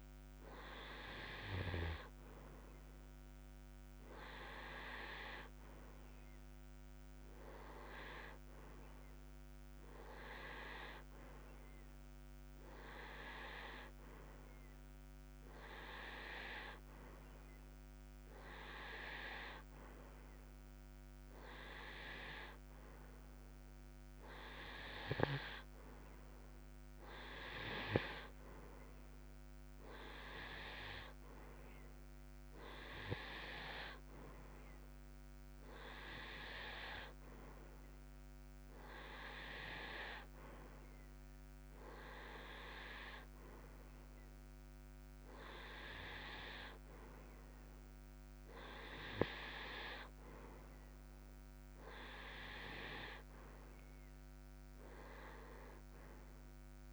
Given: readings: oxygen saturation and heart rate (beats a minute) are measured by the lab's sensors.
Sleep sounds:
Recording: breathing in sleep by a microphone on the trachea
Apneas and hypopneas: none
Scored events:
39.50-56.93 s: new sleep stage, REM sleep
From the record:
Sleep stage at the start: N2 (light sleep)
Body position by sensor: on the right side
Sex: male

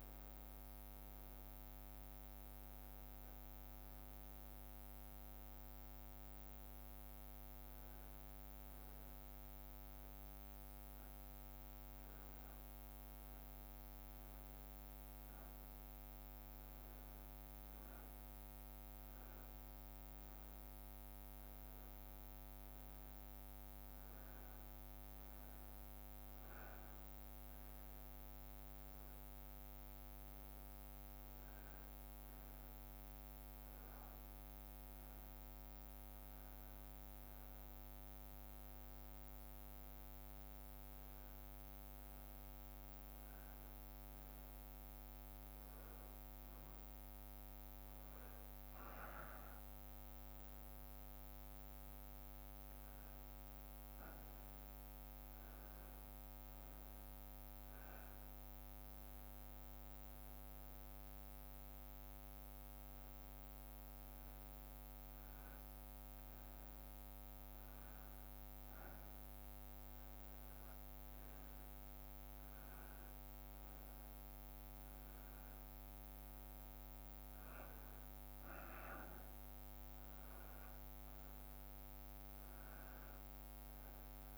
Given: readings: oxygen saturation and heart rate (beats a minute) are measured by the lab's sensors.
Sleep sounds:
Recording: breathing in sleep, hard to hear, by a microphone on the trachea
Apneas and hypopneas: none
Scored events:
none scored
From the record:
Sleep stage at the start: N2 (light sleep)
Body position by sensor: on the back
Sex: male

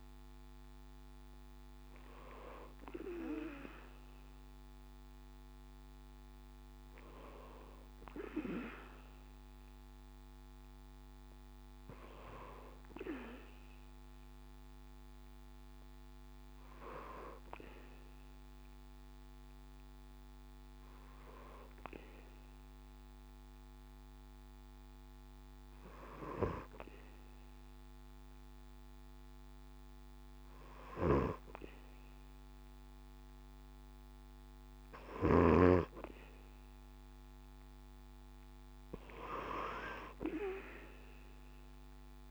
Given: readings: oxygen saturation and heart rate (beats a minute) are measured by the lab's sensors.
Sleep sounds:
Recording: breathing in sleep by a microphone on the trachea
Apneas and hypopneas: 1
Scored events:
19.00-34.00 s: hypopnea (oxygen 97% before, 95% lowest, heart rate 68 before, 66 extreme, up 5 after)
39.50-42.31 s: arousal
From the record:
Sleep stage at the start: N2 (light sleep)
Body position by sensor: on the back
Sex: male

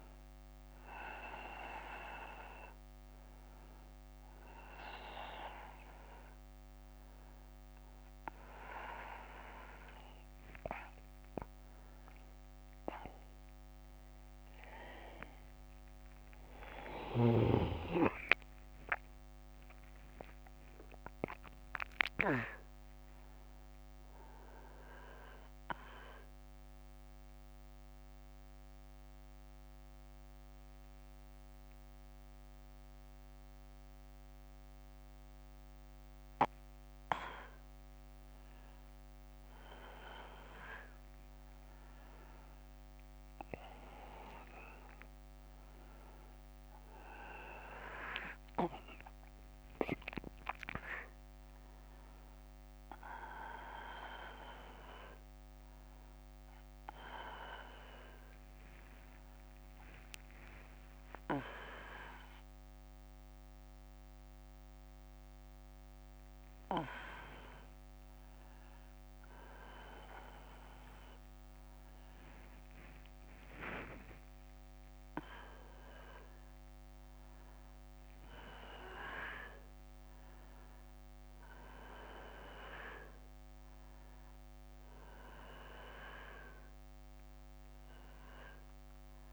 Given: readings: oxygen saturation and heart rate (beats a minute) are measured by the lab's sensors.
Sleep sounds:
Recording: a person awake in a sleep study, by a microphone on the trachea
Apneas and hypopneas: none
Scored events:
none scored
From the record:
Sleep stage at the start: awake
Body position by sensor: on the back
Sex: male

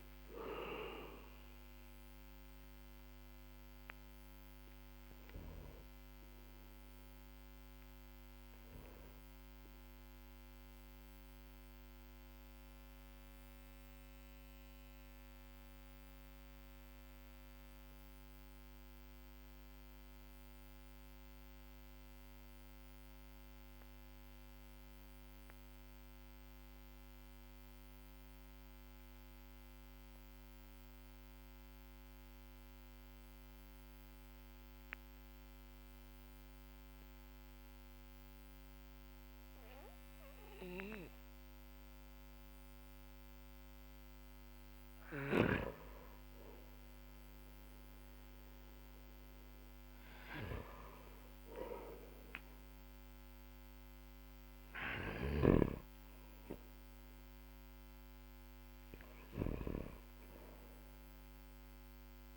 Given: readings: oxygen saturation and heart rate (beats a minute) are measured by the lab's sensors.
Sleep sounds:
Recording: breathing in sleep by a microphone on the trachea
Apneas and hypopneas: 1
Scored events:
11.00-45.50 s: mixed apnea (oxygen 97% before, 92% lowest, heart rate 64 before, 44 extreme, up 13 after)
48.00-53.50 s: arousal
49.00-62.37 s: oxygen desaturation (device-marked, oxygen 99% before, 93% lowest, heart rate 51 before, 46 extreme)
54.00-59.00 s: snoring (device-marked)
From the record:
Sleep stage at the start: N2 (light sleep)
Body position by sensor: on the back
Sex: male

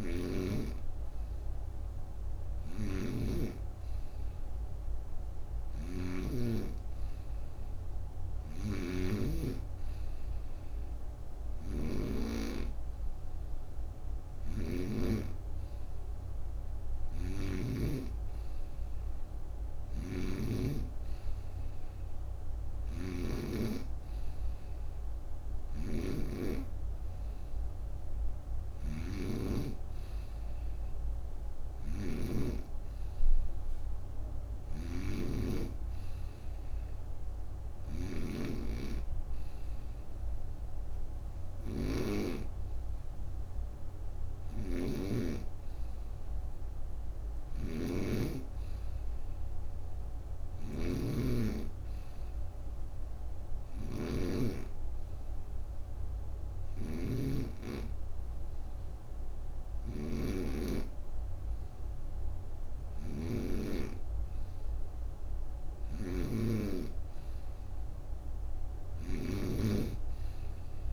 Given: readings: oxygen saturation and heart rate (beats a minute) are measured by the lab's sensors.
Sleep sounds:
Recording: breathing in sleep by a room microphone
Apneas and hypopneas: 1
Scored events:
0.00-6.00 s: snoring (device-marked)
8.00-12.00 s: snoring (device-marked)
16.50-70.93 s: snoring (device-marked)
52.50-65.50 s: hypopnea (oxygen 95% before, 93% lowest)
67.00-70.00 s: arousal
From the record:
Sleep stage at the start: N2 (light sleep)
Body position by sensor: on the right side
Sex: female

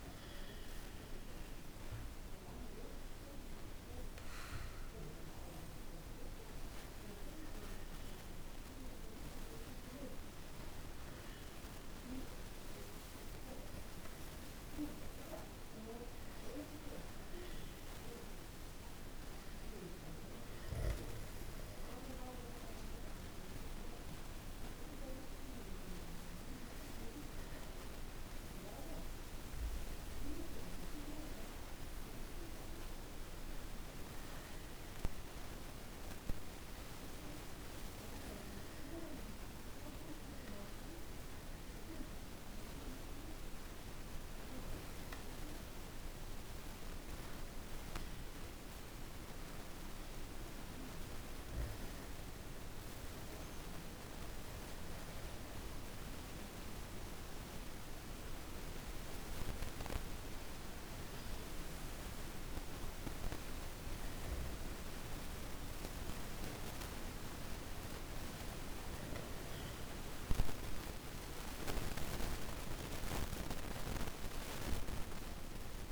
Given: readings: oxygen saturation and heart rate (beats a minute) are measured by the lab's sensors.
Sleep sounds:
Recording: a person awake in a sleep study, by a room microphone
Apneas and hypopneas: none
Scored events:
none scored
From the record:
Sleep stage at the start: awake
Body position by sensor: on the back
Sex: male

